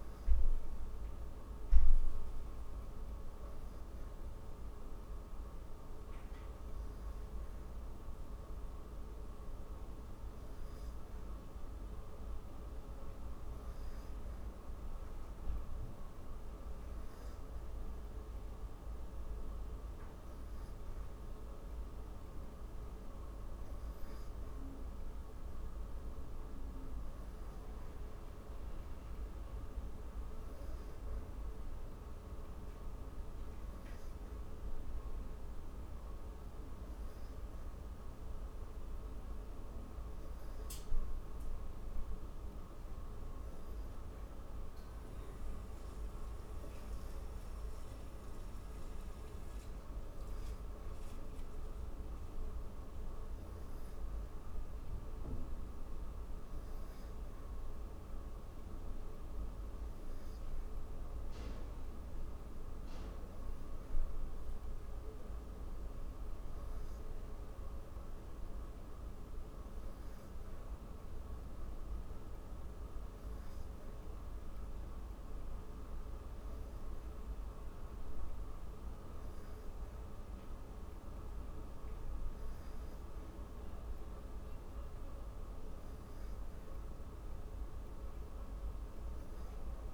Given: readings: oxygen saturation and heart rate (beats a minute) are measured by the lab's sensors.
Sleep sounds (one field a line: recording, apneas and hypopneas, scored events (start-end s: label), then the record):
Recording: breathing in sleep, hard to hear, by a room microphone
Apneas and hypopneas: none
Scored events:
none scored
From the record:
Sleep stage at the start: N3 (deep sleep)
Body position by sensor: on the back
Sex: female